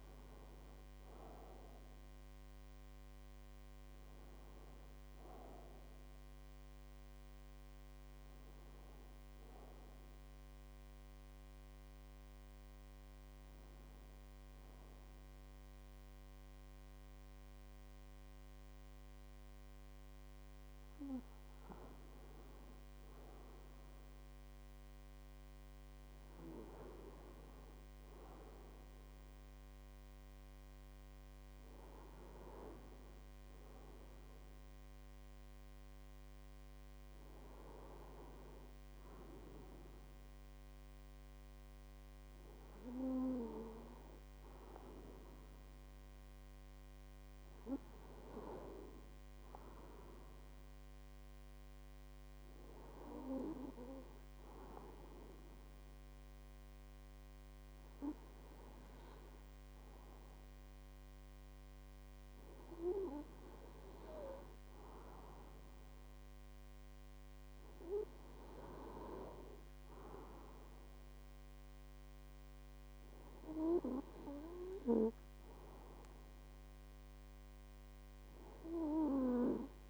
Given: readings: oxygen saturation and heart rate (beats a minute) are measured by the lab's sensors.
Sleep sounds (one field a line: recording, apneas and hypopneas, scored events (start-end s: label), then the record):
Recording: breathing in sleep by a microphone on the trachea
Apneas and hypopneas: 1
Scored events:
11.50-22.00 s: hypopnea (oxygen 97% before, 93% lowest, heart rate 66 before, 52 extreme, up 6 after)
23.50-26.50 s: arousal
24.00-41.00 s: oxygen desaturation (device-marked, oxygen 97% before, 93% lowest, heart rate 57 before, 55 extreme)
From the record:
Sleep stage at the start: N2 (light sleep)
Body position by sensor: on the right side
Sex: male